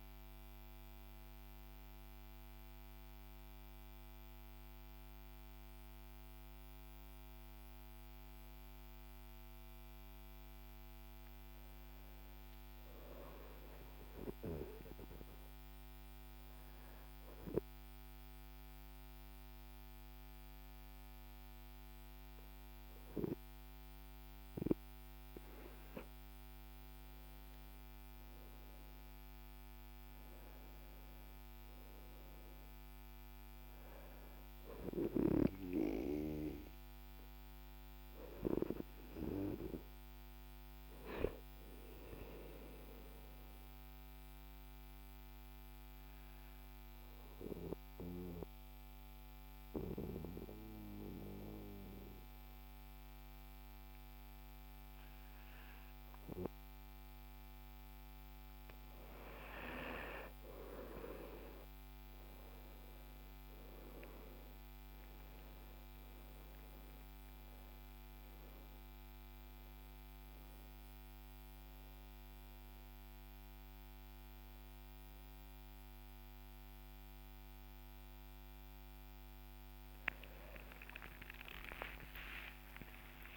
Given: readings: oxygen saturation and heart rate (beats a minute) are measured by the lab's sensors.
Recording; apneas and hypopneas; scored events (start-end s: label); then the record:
a person partly awake in a sleep study, by a microphone on the trachea; 2
0.00-4.50 s: oxygen desaturation (device-marked, oxygen 94% lowest, heart rate 55 extreme)
11.50-22.50 s: oxygen desaturation (device-marked, oxygen 95% before, 91% lowest, heart rate 63 before, 55 extreme)
14.00-26.50 s: hypopnea (oxygen 97% before, 91% lowest, heart rate 62 before, 49 extreme, up 6 after)
27.50-30.50 s: arousal
31.50-44.50 s: oxygen desaturation (device-marked, oxygen 98% before, 95% lowest, heart rate 59 before, 49 extreme)
43.50-59.50 s: mixed apnea (oxygen 98% before, 92% lowest, heart rate 60 before, 49 extreme, up 19 after)
61.50-83.37 s: new sleep stage, awake
From the record:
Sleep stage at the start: N2 (light sleep); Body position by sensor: on the back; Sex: male